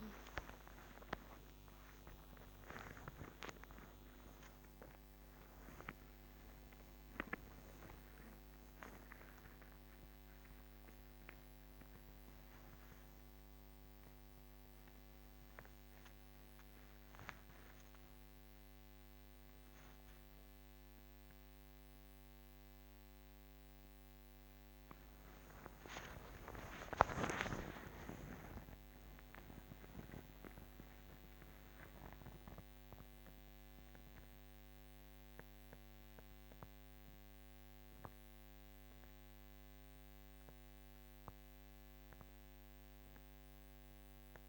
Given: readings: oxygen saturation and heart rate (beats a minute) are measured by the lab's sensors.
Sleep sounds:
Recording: a person awake in a sleep study, by a microphone on the trachea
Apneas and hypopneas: none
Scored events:
0.50-2.50 s: long interval between heartbeats (device-marked, heart rate 52 before, 78 extreme)
1.00-6.00 s: drop in pulse transit time (device-marked, heart rate 53 before, 87 extreme)
3.00-5.00 s: long interval between heartbeats (device-marked, heart rate 57 before, 104 extreme)
5.50-7.50 s: long interval between heartbeats (device-marked, heart rate 63 before, 104 extreme)
8.00-10.00 s: long interval between heartbeats (device-marked, heart rate 71 before, 122 extreme)
10.00-21.00 s: drop in pulse transit time (device-marked, heart rate 78 before, 86 extreme)
15.00-17.00 s: long interval between heartbeats (device-marked, heart rate 92 before, 88 extreme)
26.00-28.00 s: long interval between heartbeats (device-marked, heart rate 94 before, 106 extreme)
29.00-44.49 s: new sleep stage, N1 (lightest sleep)
30.00-38.00 s: drop in pulse transit time (device-marked, heart rate 93 before, 79 extreme)
31.50-33.50 s: long interval between heartbeats (device-marked, heart rate 94 before, 127 extreme)
From the record:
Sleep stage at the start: awake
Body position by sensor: on the back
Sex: female

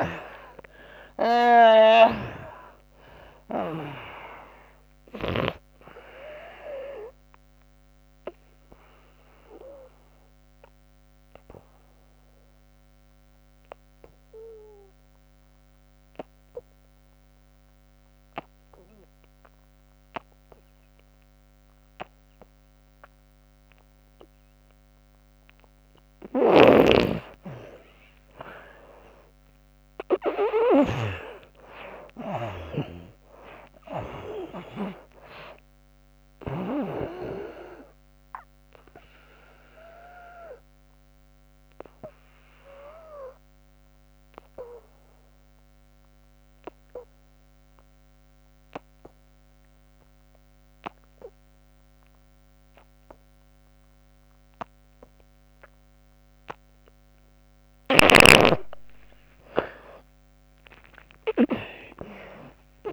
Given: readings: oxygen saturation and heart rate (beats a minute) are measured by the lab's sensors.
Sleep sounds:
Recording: breathing in sleep by a microphone on the trachea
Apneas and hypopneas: 2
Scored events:
0.00-2.50 s: arousal
0.00-3.50 s: snoring (device-marked)
0.00-18.50 s: oxygen desaturation (device-marked, oxygen 78% lowest, heart rate 63 extreme)
8.50-25.00 s: obstructive apnea (oxygen 98% before, 78% lowest, heart rate 79 before, 63 extreme, up 30 after)
26.00-36.00 s: snoring (device-marked)
28.00-32.00 s: arousal
32.50-51.50 s: oxygen desaturation (device-marked, oxygen 96% before, 78% lowest, heart rate 71 before, 62 extreme)
37.50-57.50 s: obstructive apnea (oxygen 97% before, 78% lowest, heart rate 78 before, 62 extreme, up 25 after)
57.50-62.93 s: oxygen desaturation (device-marked, oxygen 98% before, 78% lowest, heart rate 72 before, 65 extreme)
57.50-62.93 s: snoring (device-marked)
60.50-62.93 s: arousal
From the record:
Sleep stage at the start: N2 (light sleep)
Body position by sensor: on the back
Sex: female

